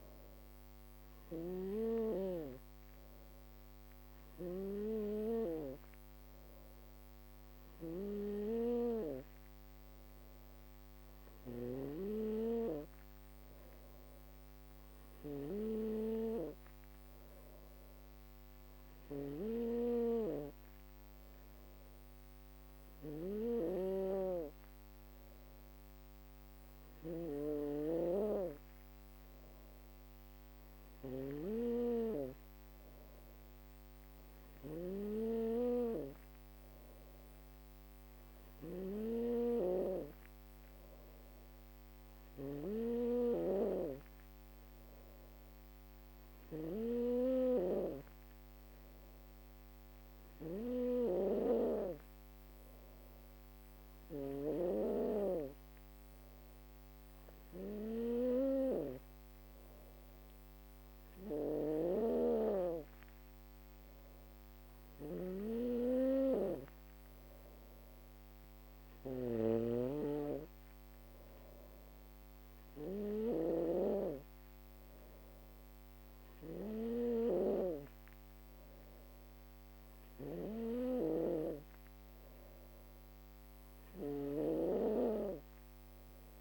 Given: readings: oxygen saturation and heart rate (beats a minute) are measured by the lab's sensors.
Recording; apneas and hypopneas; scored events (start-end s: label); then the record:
breathing in sleep by a microphone on the trachea; none
10.50-30.50 s: snoring (device-marked)
51.50-66.50 s: drop in pulse transit time (device-marked, heart rate 59 before, 61 extreme)
68.00-72.50 s: snoring (device-marked)
79.00-83.50 s: snoring (device-marked)
From the record:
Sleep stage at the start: N2 (light sleep); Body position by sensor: on the back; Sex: female